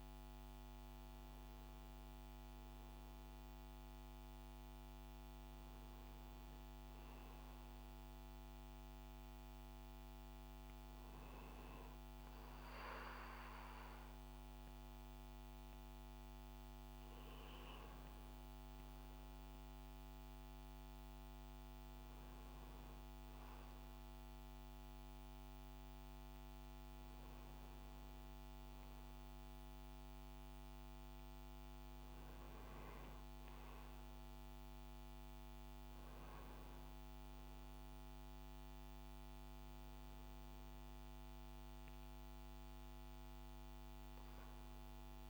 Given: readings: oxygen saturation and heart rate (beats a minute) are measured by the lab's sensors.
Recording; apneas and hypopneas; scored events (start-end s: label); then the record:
breathing in sleep, hard to hear, by a microphone on the trachea; none
none scored
From the record:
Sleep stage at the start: N1 (lightest sleep); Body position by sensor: on the back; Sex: male